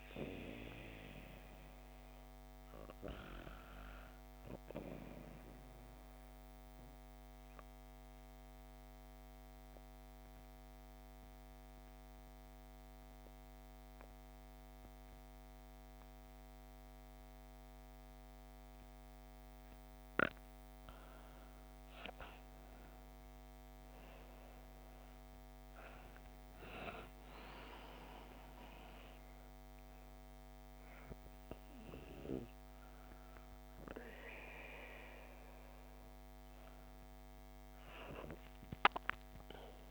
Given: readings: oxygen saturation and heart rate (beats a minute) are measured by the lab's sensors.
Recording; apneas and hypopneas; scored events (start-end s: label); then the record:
breathing in sleep by a microphone on the trachea; 1
5.50-19.50 s: obstructive apnea (oxygen 97% before, 93% lowest, heart rate 64 before, 62 extreme, up 8 after)
21.50-25.50 s: arousal
23.50-39.91 s: oxygen desaturation (device-marked, oxygen 96% before, 93% lowest, heart rate 64 before, 56 extreme)
From the record:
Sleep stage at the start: N2 (light sleep); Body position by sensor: on the back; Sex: female